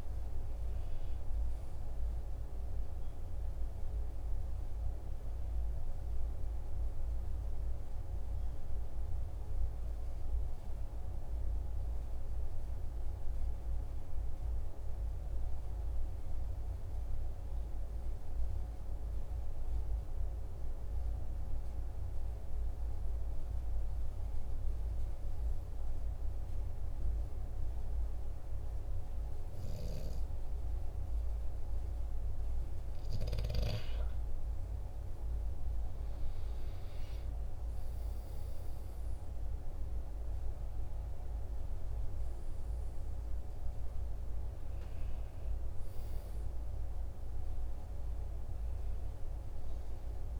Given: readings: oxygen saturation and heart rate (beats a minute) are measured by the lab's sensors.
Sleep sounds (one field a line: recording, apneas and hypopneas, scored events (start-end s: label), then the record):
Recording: breathing in sleep, hard to hear, by a room microphone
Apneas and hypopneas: 1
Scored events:
9.00-32.50 s: obstructive apnea (oxygen 98% before, 93% lowest, heart rate 47 before, 44 extreme, up 5 after)
35.00-39.50 s: arousal
44.50-50.40 s: oxygen desaturation (device-marked, oxygen 96% before, 93% lowest, heart rate 47 before, 44 extreme)
From the record:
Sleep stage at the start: N2 (light sleep)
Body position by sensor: on the right side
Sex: male